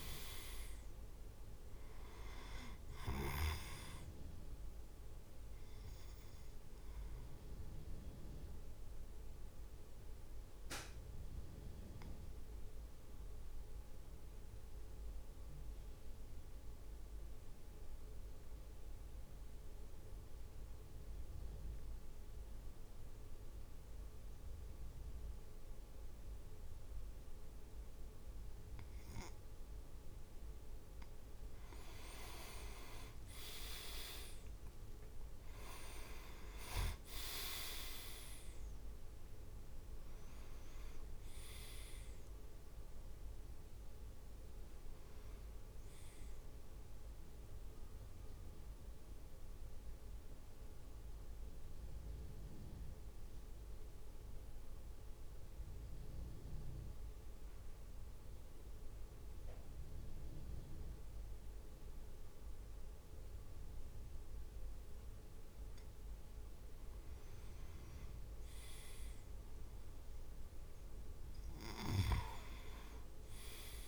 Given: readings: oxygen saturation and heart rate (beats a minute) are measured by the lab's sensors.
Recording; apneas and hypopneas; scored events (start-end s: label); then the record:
breathing in sleep by a room microphone; 2
0.00-8.50 s: drop in pulse transit time (device-marked, heart rate 53 extreme)
8.50-31.00 s: mixed apnea (oxygen 99% before, 95% lowest, heart rate 56 before, 52 extreme, up 7 after)
32.50-37.00 s: arousal
33.50-48.50 s: oxygen desaturation (device-marked, oxygen 100% before, 96% lowest, heart rate 54 before, 52 extreme)
34.50-49.50 s: drop in pulse transit time (device-marked, heart rate 54 before, 55 extreme)
48.50-65.50 s: mixed apnea (oxygen 100% before, 95% lowest, heart rate 57 before, 52 extreme, up 6 after)
71.00-73.88 s: arousal
From the record:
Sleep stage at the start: N2 (light sleep); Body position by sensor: on the back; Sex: male